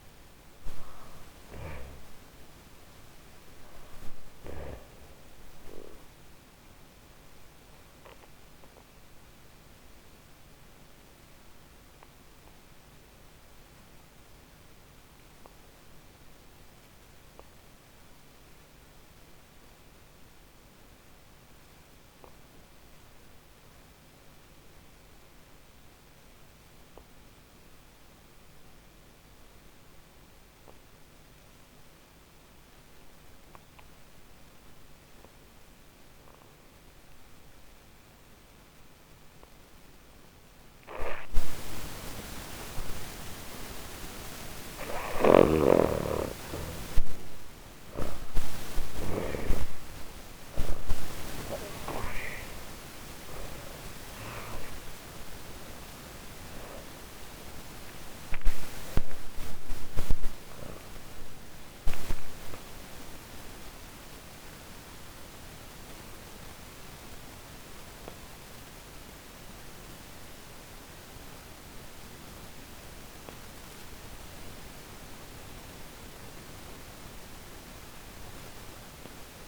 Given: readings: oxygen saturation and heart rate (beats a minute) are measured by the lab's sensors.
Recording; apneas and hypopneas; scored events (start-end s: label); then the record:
a person partly awake in a sleep study, by a microphone on the trachea; 1
0.00-3.00 s: snoring (device-marked)
0.00-18.00 s: oxygen desaturation (device-marked, oxygen 87% lowest, heart rate 38 extreme)
3.00-40.50 s: hypopnea (heart rate 66 before, 38 extreme, up 58 after)
43.00-47.50 s: snoring (device-marked)
58.00-79.48 s: new sleep stage, awake
From the record:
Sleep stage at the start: N2 (light sleep); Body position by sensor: on the back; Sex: female